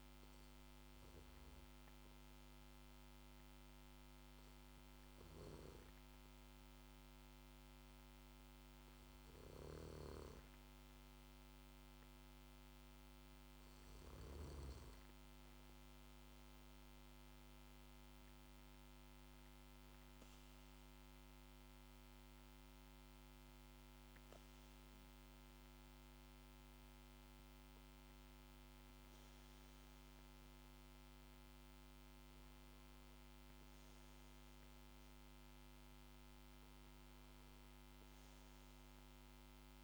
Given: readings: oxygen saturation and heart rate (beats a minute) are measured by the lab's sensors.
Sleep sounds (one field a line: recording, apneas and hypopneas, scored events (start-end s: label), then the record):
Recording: breathing in sleep, hard to hear, by a microphone on the trachea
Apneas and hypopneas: none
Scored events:
35.50-39.00 s: arousal
From the record:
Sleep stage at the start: N2 (light sleep)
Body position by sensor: on the back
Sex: male